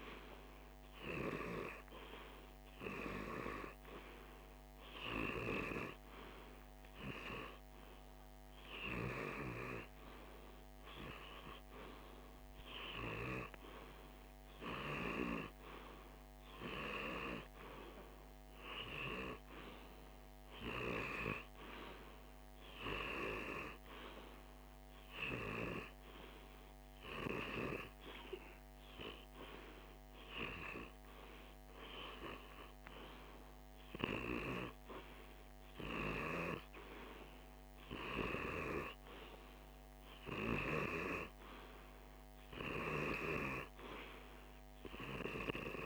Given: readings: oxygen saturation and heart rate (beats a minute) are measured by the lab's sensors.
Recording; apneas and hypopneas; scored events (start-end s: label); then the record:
breathing in sleep by a microphone on the trachea; 1
0.50-12.00 s: hypopnea (oxygen 98% before, 95% lowest, heart rate 50 before, 50 extreme, up 1 after)
14.00-18.00 s: arousal
29.50-39.50 s: oxygen desaturation (device-marked, oxygen 98% before, 95% lowest, heart rate 51 before, 50 extreme)
From the record:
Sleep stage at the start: REM sleep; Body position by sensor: on the left side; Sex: male